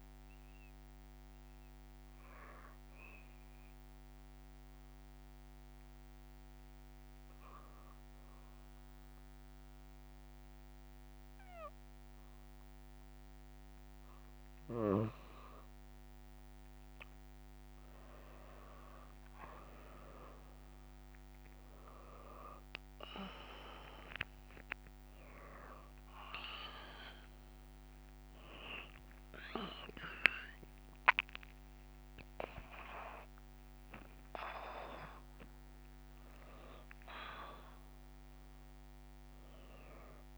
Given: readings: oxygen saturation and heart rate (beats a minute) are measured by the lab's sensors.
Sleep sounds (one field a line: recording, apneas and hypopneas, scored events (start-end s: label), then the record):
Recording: breathing in sleep by a microphone on the trachea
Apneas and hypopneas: 1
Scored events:
1.00-15.00 s: hypopnea (oxygen 96% before, 92% lowest, heart rate 59 before, 56 extreme, up 4 after)
16.00-18.00 s: arousal
22.50-38.50 s: oxygen desaturation (device-marked, oxygen 98% before, 92% lowest, heart rate 57 before, 56 extreme)
29.00-33.00 s: arousal
From the record:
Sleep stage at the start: N2 (light sleep)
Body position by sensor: on the back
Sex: female